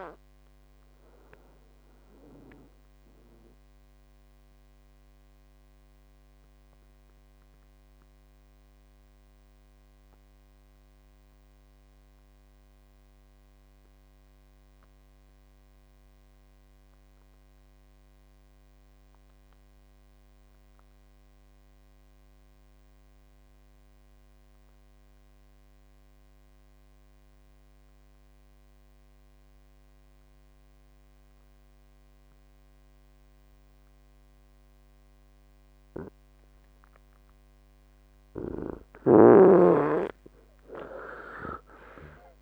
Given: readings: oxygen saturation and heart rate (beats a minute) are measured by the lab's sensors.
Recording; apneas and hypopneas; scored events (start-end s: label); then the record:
breathing in sleep by a microphone on the trachea; 1
0.00-16.00 s: oxygen desaturation (device-marked, oxygen 90% lowest, heart rate 56 extreme)
1.50-38.00 s: mixed apnea (oxygen 97% before, 87% lowest, heart rate 72 before, 56 extreme, up 22 after)
37.00-42.42 s: oxygen desaturation (device-marked, oxygen 96% before, 87% lowest, heart rate 62 before, 57 extreme)
40.50-42.42 s: arousal
From the record:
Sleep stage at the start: N2 (light sleep); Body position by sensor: on the right side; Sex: male